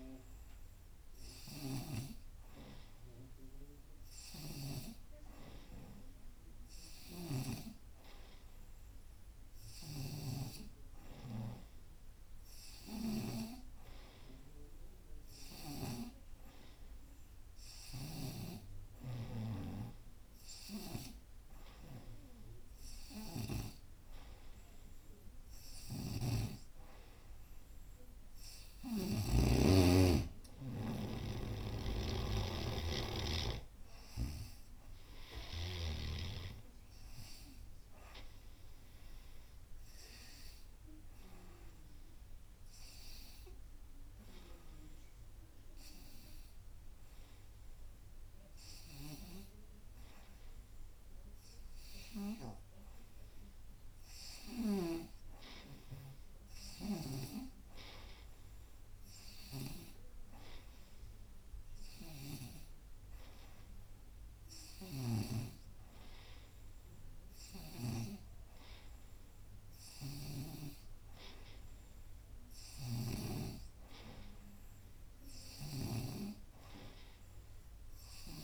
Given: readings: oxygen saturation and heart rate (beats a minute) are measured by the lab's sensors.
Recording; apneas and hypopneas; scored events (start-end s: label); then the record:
breathing in sleep by a room microphone; 1
0.00-5.00 s: snoring (device-marked)
7.00-13.50 s: snoring (device-marked)
18.00-29.50 s: snoring (device-marked)
34.00-37.00 s: arousal
38.00-46.00 s: oxygen desaturation (device-marked, oxygen 92% before, 88% lowest, heart rate 88 before, 86 extreme)
40.50-53.00 s: hypopnea (oxygen 92% before, 88% lowest, heart rate 88 before, 86 extreme, up 1 after)
55.00-58.00 s: arousal
56.00-70.00 s: oxygen desaturation (device-marked, oxygen 97% before, 91% lowest, heart rate 88 before, 85 extreme)
64.50-68.00 s: snoring (device-marked)
72.50-78.44 s: snoring (device-marked)
From the record:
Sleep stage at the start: N2 (light sleep); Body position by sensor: on the right side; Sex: female